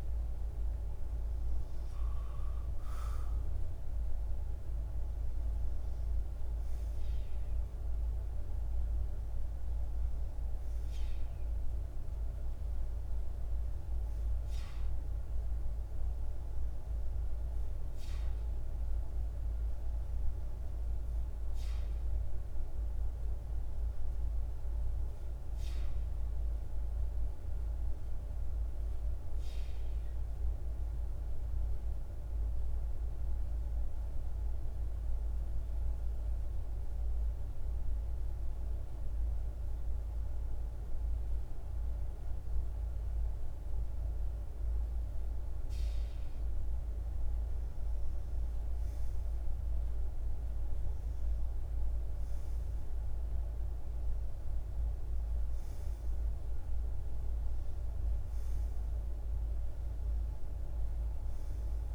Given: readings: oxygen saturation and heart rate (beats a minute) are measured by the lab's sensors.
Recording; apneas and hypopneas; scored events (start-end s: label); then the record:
breathing in sleep, hard to hear, by a room microphone; none
none scored
From the record:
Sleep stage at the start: REM sleep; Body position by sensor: on the back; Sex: male